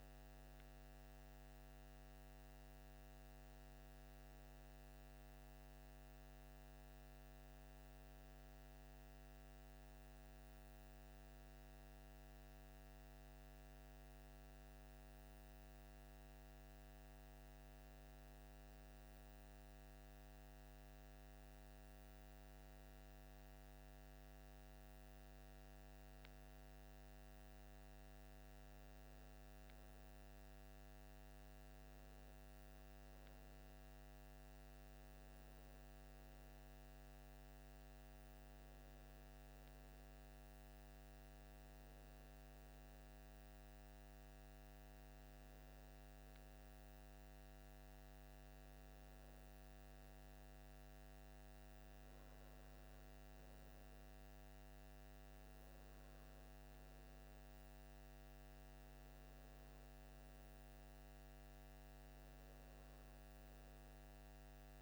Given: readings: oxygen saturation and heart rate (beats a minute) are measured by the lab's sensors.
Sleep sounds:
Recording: breathing in sleep, hard to hear, by a microphone on the trachea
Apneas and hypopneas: none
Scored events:
none scored
From the record:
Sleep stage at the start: N2 (light sleep)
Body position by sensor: on the left side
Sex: male

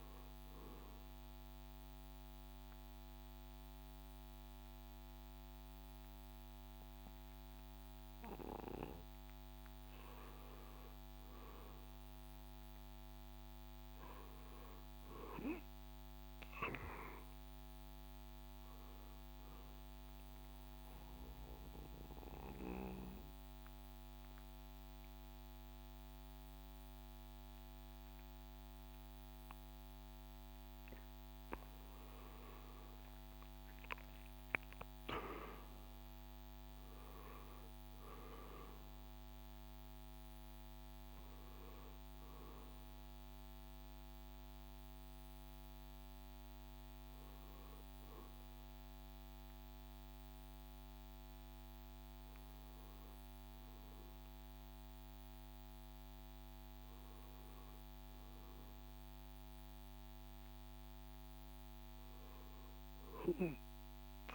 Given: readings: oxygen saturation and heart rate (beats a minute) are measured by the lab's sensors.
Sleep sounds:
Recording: breathing in sleep by a microphone on the trachea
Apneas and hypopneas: 2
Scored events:
0.00-13.50 s: oxygen desaturation (device-marked, oxygen 89% lowest, heart rate 66 extreme)
1.50-12.00 s: mixed apnea (oxygen 95% before, 88% lowest, heart rate 70 before, 66 extreme, up 6 after)
13.50-16.50 s: arousal
19.50-27.50 s: oxygen desaturation (device-marked, oxygen 96% before, 92% lowest, heart rate 71 before, 66 extreme)
20.00-32.00 s: obstructive apnea (oxygen 96% before, 88% lowest, heart rate 71 before, 66 extreme, up 10 after)
33.00-36.50 s: arousal
35.50-47.50 s: drop in pulse transit time (device-marked, heart rate 69 before, 71 extreme)
37.50-56.50 s: oxygen desaturation (device-marked, oxygen 95% before, 88% lowest, heart rate 69 before, 64 extreme)
43.50-64.35 s: new sleep stage, N1 (lightest sleep)
61.50-64.35 s: arousal
From the record:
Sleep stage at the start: N2 (light sleep)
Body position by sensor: on the back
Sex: male

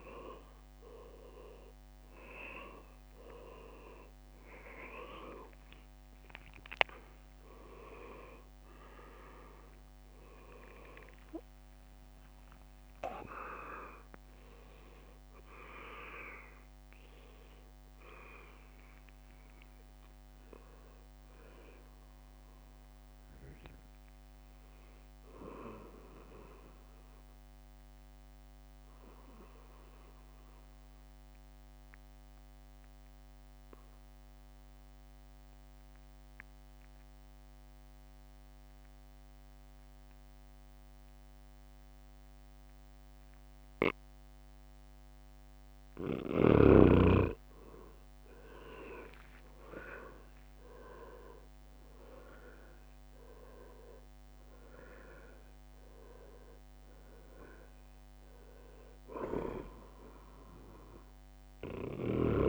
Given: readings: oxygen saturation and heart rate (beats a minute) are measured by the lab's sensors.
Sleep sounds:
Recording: breathing in sleep by a microphone on the trachea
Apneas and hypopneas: 1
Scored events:
0.00-5.00 s: arousal
0.00-21.50 s: drop in pulse transit time (device-marked, heart rate 68 extreme)
0.00-31.50 s: oxygen desaturation (device-marked, oxygen 90% lowest, heart rate 61 extreme)
5.00-8.00 s: leg movement (device-marked)
11.50-14.50 s: leg movement (device-marked)
26.50-44.50 s: obstructive apnea (oxygen 98% before, 91% lowest, heart rate 73 before, 61 extreme, up 9 after)
46.50-62.49 s: oxygen desaturation (device-marked, oxygen 100% before, 93% lowest, heart rate 63 before, 59 extreme)
47.50-51.50 s: arousal
48.00-52.50 s: leg movement (device-marked)
48.50-62.49 s: drop in pulse transit time (device-marked, heart rate 63 before, 66 extreme)
From the record:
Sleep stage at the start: N2 (light sleep)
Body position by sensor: on the back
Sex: male

